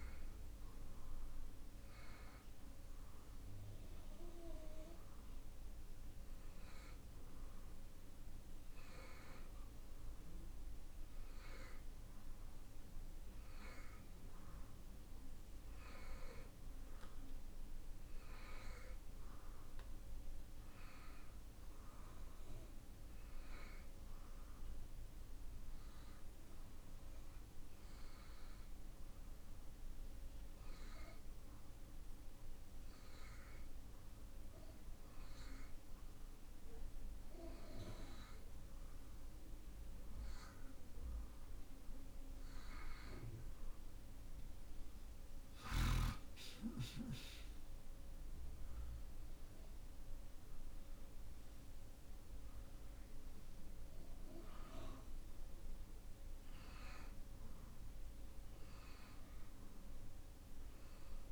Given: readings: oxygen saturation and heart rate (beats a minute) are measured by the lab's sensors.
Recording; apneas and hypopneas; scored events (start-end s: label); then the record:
breathing in sleep by a room microphone; none
none scored
From the record:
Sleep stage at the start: N2 (light sleep); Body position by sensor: on the right side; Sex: male